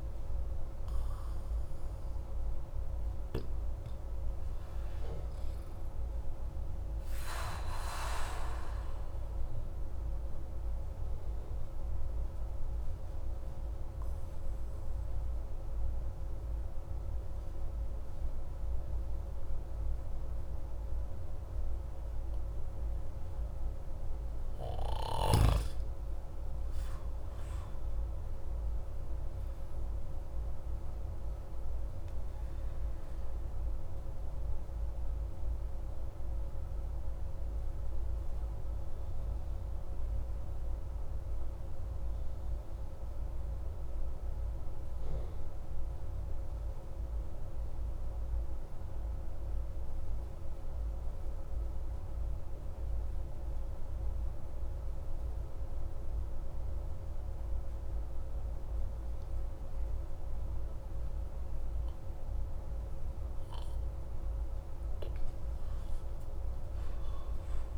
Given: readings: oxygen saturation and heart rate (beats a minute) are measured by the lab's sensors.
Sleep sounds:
breathing in sleep, hard to hear, by a room microphone; 2
0.00-7.50 s: oxygen desaturation (device-marked, oxygen 93% lowest)
9.00-22.50 s: obstructive apnea (oxygen 98% before, 91% lowest)
13.50-28.50 s: oxygen desaturation (device-marked, oxygen 94% before, 91% lowest)
26.00-30.00 s: arousal
32.00-63.00 s: obstructive apnea (oxygen 95% before, 90% lowest)
64.50-67.50 s: arousal
From the record:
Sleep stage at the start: N2 (light sleep); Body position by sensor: on the back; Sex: male

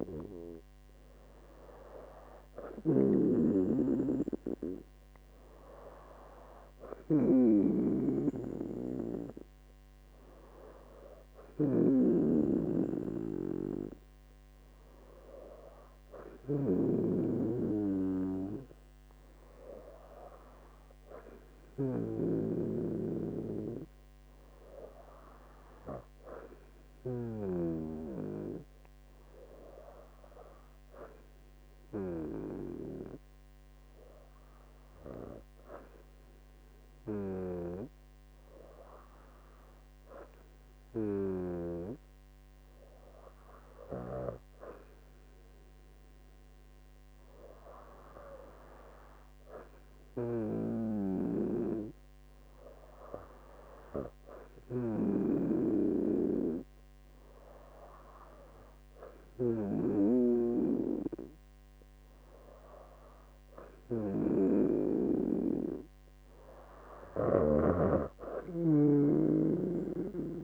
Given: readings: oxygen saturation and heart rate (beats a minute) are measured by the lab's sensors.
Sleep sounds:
breathing in sleep by a microphone on the trachea; none
none scored
From the record:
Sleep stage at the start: N2 (light sleep); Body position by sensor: on the right side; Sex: female

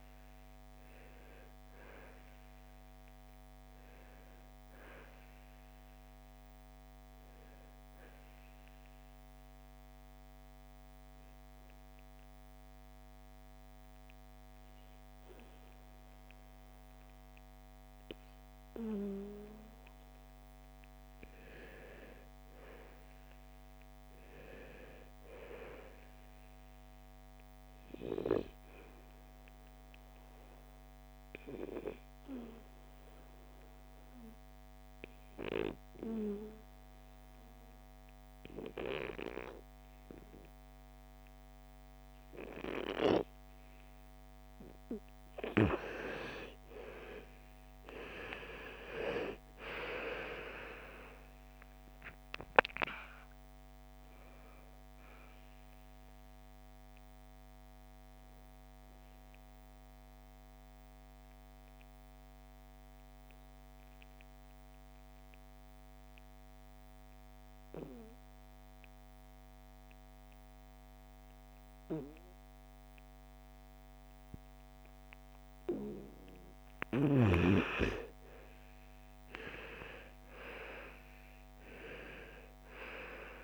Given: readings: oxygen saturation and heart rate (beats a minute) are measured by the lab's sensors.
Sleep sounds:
breathing in sleep by a microphone on the trachea; 3
0.00-17.00 s: oxygen desaturation (device-marked, oxygen 90% lowest, heart rate 54 extreme)
9.50-20.00 s: obstructive apnea (oxygen 98% before, 86% lowest, heart rate 61 before, 54 extreme, up 7 after)
20.50-25.00 s: arousal
30.50-44.00 s: obstructive apnea (oxygen 99% before, 85% lowest, heart rate 57 before, 54 extreme, up 16 after)
31.00-39.00 s: oxygen desaturation (device-marked, oxygen 98% before, 94% lowest, heart rate 57 before, 54 extreme)
47.00-74.00 s: oxygen desaturation (device-marked, oxygen 97% before, 86% lowest, heart rate 57 before, 55 extreme)
52.00-56.00 s: arousal
60.00-75.00 s: obstructive apnea (oxygen 97% before, 85% lowest, heart rate 64 before, 55 extreme, up 8 after)
77.00-81.00 s: arousal
80.00-83.44 s: oxygen desaturation (device-marked, oxygen 98% before, 85% lowest, heart rate 57 before, 54 extreme)
From the record:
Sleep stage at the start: N2 (light sleep); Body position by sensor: on the back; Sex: female

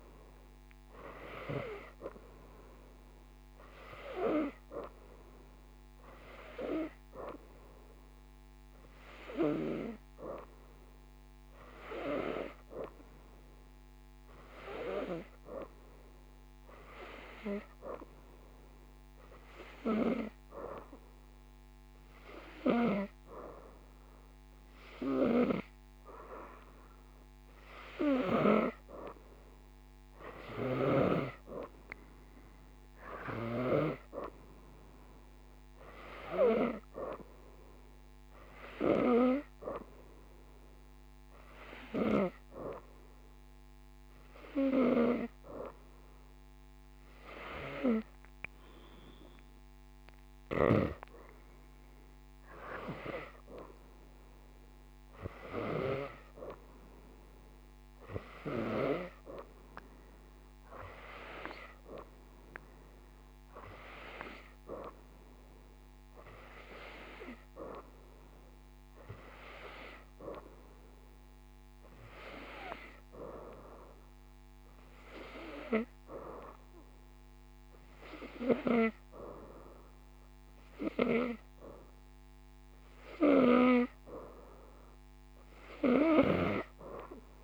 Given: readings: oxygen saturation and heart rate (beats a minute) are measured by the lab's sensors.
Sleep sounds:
breathing in sleep by a microphone on the trachea; none
none scored
From the record:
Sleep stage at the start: N2 (light sleep); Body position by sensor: upright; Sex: female

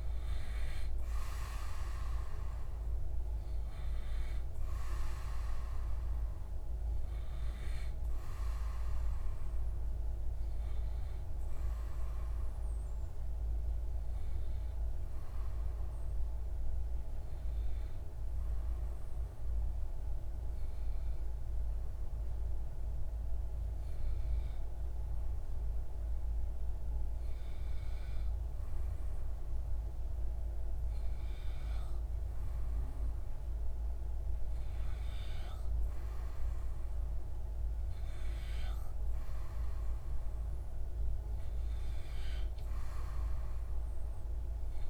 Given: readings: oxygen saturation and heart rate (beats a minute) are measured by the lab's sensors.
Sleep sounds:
breathing in sleep, hard to hear, by a room microphone; 1
0.00-2.50 s: oxygen desaturation (device-marked, oxygen 93% lowest)
12.00-30.00 s: hypopnea (oxygen 96% before, 94% lowest)
33.00-37.00 s: arousal
From the record:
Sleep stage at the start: N2 (light sleep); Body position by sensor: on the back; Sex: male

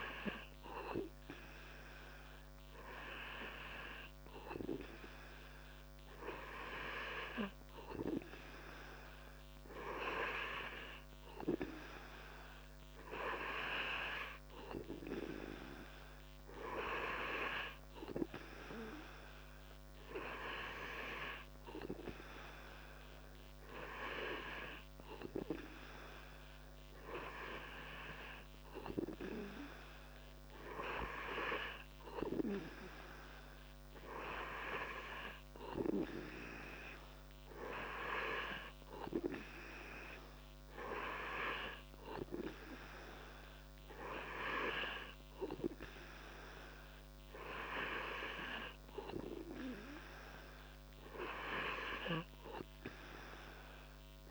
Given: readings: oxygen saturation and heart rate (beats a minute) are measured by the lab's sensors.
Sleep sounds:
breathing in sleep by a microphone on the trachea; none
none scored
From the record:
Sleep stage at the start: N2 (light sleep); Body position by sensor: on the back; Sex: male

